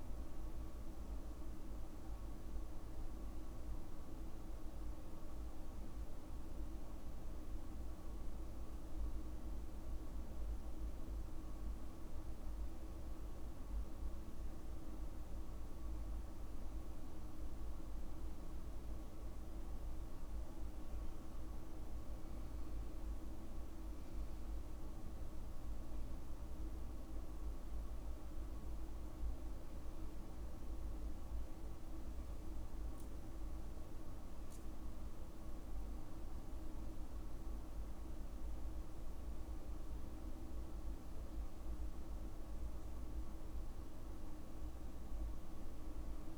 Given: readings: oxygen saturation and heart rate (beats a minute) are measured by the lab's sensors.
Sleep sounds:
breathing in sleep, hard to hear, by a room microphone; none
none scored
From the record:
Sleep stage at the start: N1 (lightest sleep); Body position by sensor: on the back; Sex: male

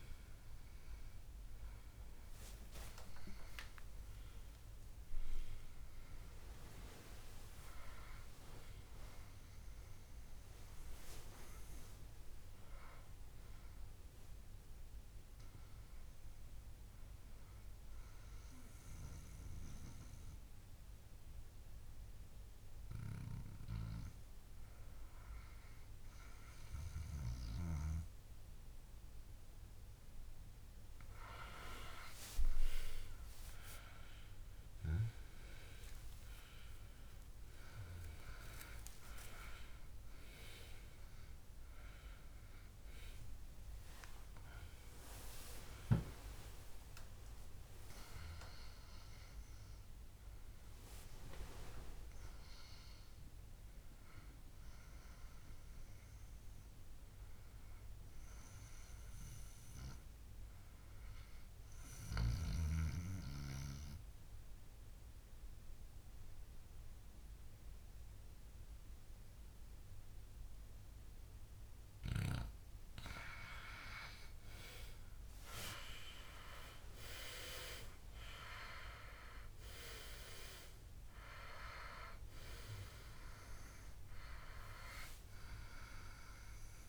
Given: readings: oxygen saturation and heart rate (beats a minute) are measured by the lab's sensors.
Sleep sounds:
breathing in sleep by a room microphone; 2
0.00-18.50 s: oxygen desaturation (device-marked, oxygen 91% lowest, heart rate 61 extreme)
3.00-7.00 s: arousal
12.00-31.00 s: hypopnea (oxygen 97% before, 91% lowest, heart rate 75 before, 61 extreme, up 12 after)
32.50-37.00 s: arousal
61.00-73.00 s: obstructive apnea (oxygen 98% before, 92% lowest, heart rate 77 before, 58 extreme, up 17 after)
72.50-86.89 s: oxygen desaturation (device-marked, oxygen 98% before, 93% lowest, heart rate 68 before, 58 extreme)
75.00-79.00 s: arousal
86.50-86.89 s: new sleep stage, N2 (light sleep)
From the record:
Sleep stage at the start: N1 (lightest sleep); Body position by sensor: on the back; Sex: male

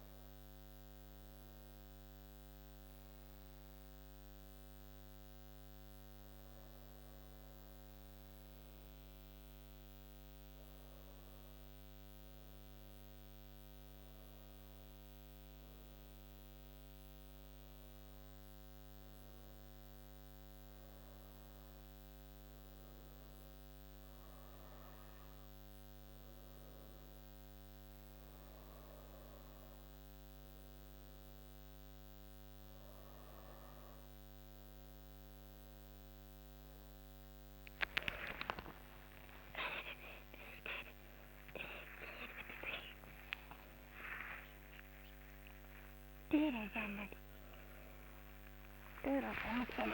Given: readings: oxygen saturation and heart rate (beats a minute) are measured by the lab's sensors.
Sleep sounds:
breathing in sleep by a microphone on the trachea; none
44.50-49.94 s: new sleep stage, awake
From the record:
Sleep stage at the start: N2 (light sleep); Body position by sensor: on the back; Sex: female

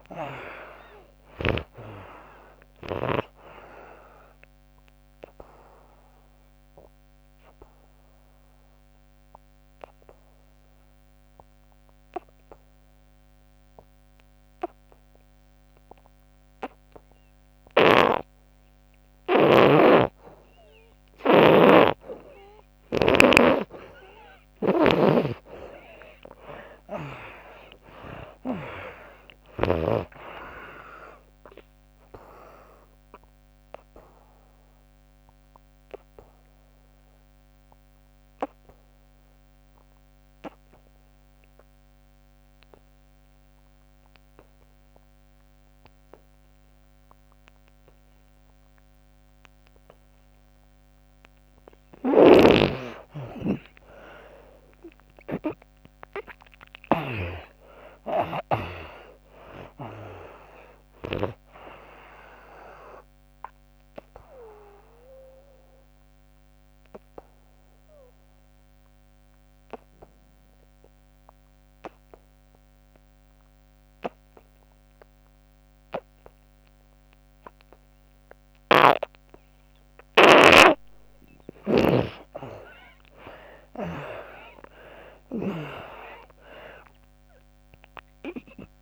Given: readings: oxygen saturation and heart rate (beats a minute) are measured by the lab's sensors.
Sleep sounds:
breathing in sleep by a microphone on the trachea; 3
0.00-1.00 s: arousal
0.00-22.50 s: oxygen desaturation (device-marked, oxygen 76% lowest, heart rate 62 extreme)
5.00-18.50 s: obstructive apnea (oxygen 97% before, 71% lowest, heart rate 80 before, 62 extreme, up 10 after)
19.00-23.00 s: snoring (device-marked)
24.00-27.50 s: arousal
27.50-45.50 s: oxygen desaturation (device-marked, oxygen 94% before, 79% lowest, heart rate 69 before, 65 extreme)
32.50-51.00 s: obstructive apnea (oxygen 94% before, 71% lowest, heart rate 76 before, 65 extreme)
52.00-57.00 s: snoring (device-marked)
53.50-58.00 s: arousal
59.50-79.50 s: oxygen desaturation (device-marked, oxygen 94% before, 71% lowest, heart rate 88 before, 65 extreme)
64.00-80.00 s: obstructive apnea (oxygen 94% before, 69% lowest, heart rate 100 before, 65 extreme, up 33 after)
80.00-85.50 s: snoring (device-marked)
84.00-88.81 s: arousal
86.50-88.81 s: oxygen desaturation (device-marked, oxygen 88% before, 74% lowest, heart rate 72 before, 65 extreme)
From the record:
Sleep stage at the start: N2 (light sleep); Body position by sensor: on the back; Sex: female

